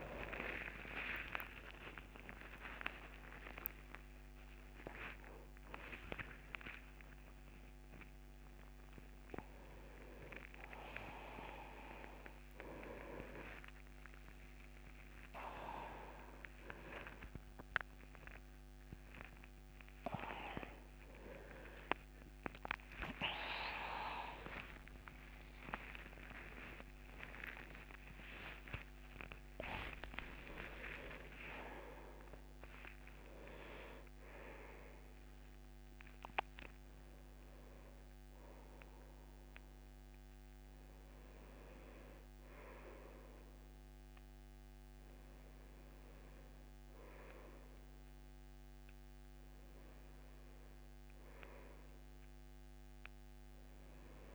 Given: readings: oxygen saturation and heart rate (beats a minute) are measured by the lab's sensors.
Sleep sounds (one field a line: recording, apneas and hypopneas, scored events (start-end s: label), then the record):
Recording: a person awake in a sleep study, by a microphone on the trachea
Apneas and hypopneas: none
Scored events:
3.00-33.00 s: new sleep stage, awake
33.00-54.34 s: new sleep stage, N1 (lightest sleep)
From the record:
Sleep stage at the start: N1 (lightest sleep)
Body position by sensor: on the back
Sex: male